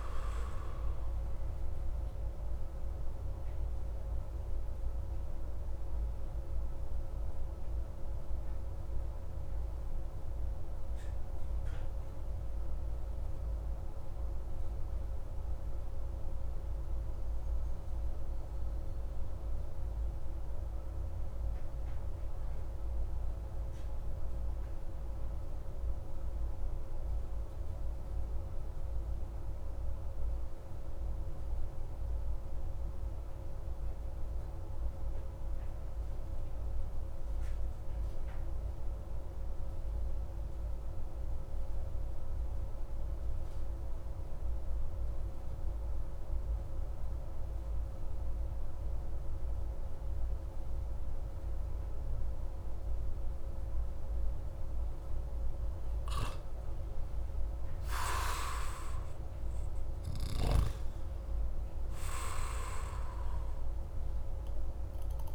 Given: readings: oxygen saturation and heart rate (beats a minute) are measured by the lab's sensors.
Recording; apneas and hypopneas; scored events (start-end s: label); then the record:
breathing in sleep, hard to hear, by a room microphone; 1
2.50-53.50 s: obstructive apnea (oxygen 97% before, 89% lowest)
55.50-58.50 s: arousal
From the record:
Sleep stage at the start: N2 (light sleep); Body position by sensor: on the back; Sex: male